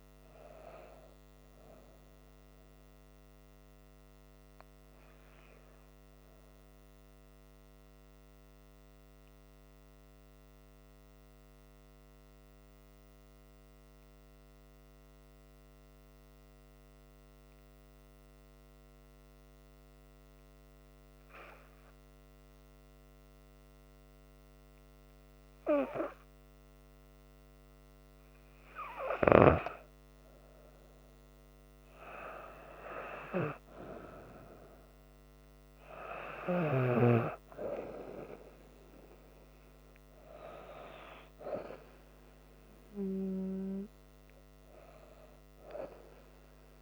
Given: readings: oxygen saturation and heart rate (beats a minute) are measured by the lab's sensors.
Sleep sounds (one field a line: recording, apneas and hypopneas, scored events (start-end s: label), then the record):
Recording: breathing in sleep by a microphone on the trachea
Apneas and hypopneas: 1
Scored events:
0.00-14.00 s: oxygen desaturation (device-marked, oxygen 91% lowest, heart rate 64 extreme)
6.50-28.00 s: hypopnea (oxygen 96% before, 90% lowest, heart rate 73 before, 64 extreme, up 7 after)
31.00-46.82 s: oxygen desaturation (device-marked, oxygen 98% before, 90% lowest, heart rate 66 before, 66 extreme)
31.50-35.00 s: arousal
From the record:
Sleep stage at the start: N2 (light sleep)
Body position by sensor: on the back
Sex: female